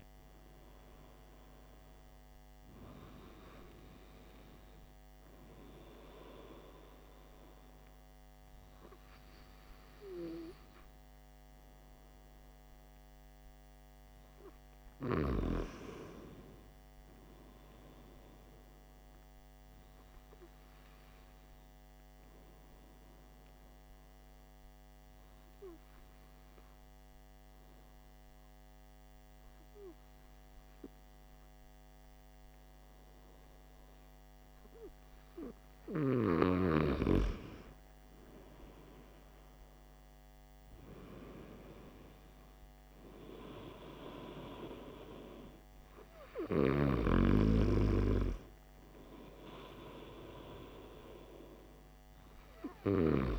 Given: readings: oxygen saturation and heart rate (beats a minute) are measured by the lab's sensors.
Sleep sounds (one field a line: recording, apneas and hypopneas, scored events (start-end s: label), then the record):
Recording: breathing in sleep by a microphone on the trachea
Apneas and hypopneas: 1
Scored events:
0.00-1.00 s: arousal
20.50-36.50 s: hypopnea (oxygen 96% before, 93% lowest, heart rate 55 before, 52 extreme, up 9 after)
41.00-45.50 s: arousal
From the record:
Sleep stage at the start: N2 (light sleep)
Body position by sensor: on the back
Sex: male